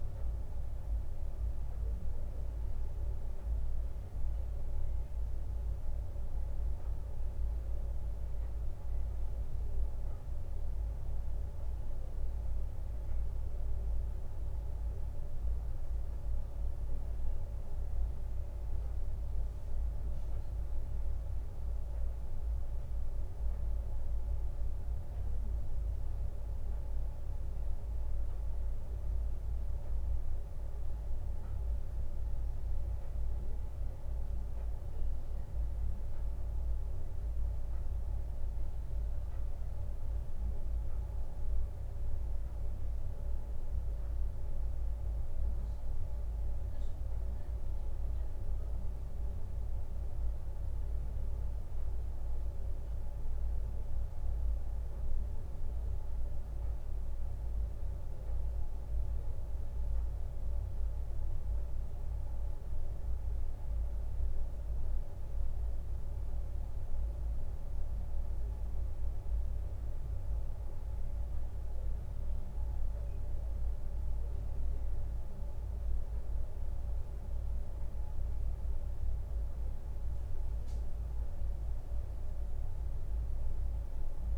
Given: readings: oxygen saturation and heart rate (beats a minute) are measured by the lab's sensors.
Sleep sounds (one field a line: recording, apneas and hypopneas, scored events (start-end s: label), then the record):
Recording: breathing in sleep, hard to hear, by a room microphone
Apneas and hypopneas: none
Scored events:
none scored
From the record:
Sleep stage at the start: N2 (light sleep)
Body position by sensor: on the right side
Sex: male